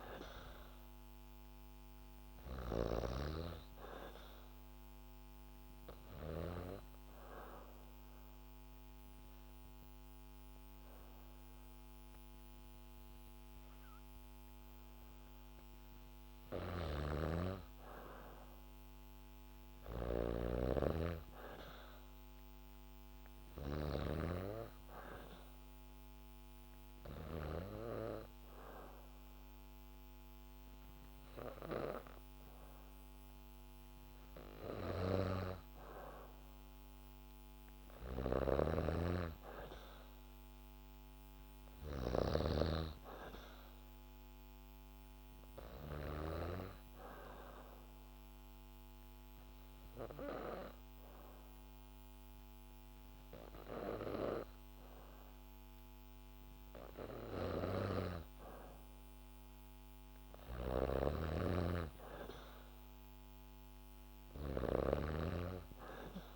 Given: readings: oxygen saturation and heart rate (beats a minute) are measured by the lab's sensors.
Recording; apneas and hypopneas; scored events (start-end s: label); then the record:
breathing in sleep by a microphone on the trachea; 3
0.00-2.50 s: snoring (device-marked)
0.50-18.50 s: oxygen desaturation (device-marked, oxygen 97% before, 93% lowest, heart rate 70 before, 67 extreme)
5.00-16.00 s: obstructive apnea (oxygen 97% before, 92% lowest, heart rate 70 before, 69 extreme, up 2 after)
16.50-24.00 s: snoring (device-marked)
18.50-21.50 s: arousal
20.50-36.50 s: oxygen desaturation (device-marked, oxygen 97% before, 93% lowest, heart rate 71 before, 67 extreme)
24.50-35.50 s: obstructive apnea (oxygen 97% before, 92% lowest, heart rate 71 before, 67 extreme)
34.50-46.00 s: snoring (device-marked)
39.50-42.50 s: arousal
47.00-57.00 s: obstructive apnea (oxygen 97% before, 92% lowest, heart rate 70 before, 69 extreme, up 2 after)
59.50-62.50 s: arousal
60.00-66.36 s: snoring (device-marked)
From the record:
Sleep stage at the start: N2 (light sleep); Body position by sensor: on the back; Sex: female